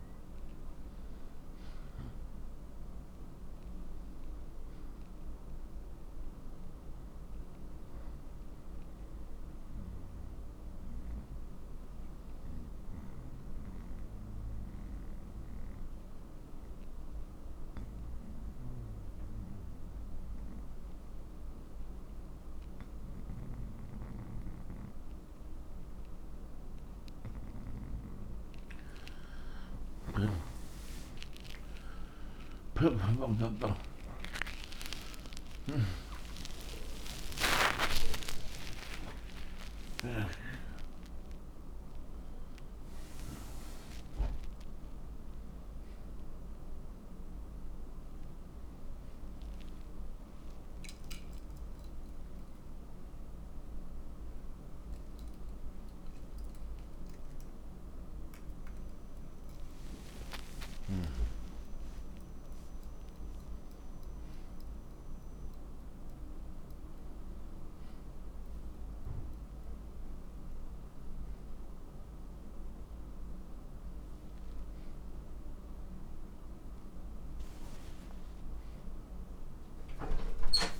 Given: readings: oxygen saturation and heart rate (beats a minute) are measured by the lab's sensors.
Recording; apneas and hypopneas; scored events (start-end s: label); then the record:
breathing in sleep by a room microphone; 1
7.50-18.50 s: oxygen desaturation (device-marked, oxygen 93% before, 90% lowest, heart rate 75 before, 60 extreme)
12.00-28.00 s: obstructive apnea (oxygen 94% before, 87% lowest, heart rate 75 before, 60 extreme, up 30 after)
31.00-36.00 s: arousal
40.50-53.50 s: oxygen desaturation (device-marked, oxygen 97% before, 87% lowest, heart rate 82 before, 64 extreme)
62.50-75.50 s: oxygen desaturation (device-marked, oxygen 98% before, 94% lowest, heart rate 81 before, 64 extreme)
From the record:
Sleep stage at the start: N2 (light sleep); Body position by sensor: on the right side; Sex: male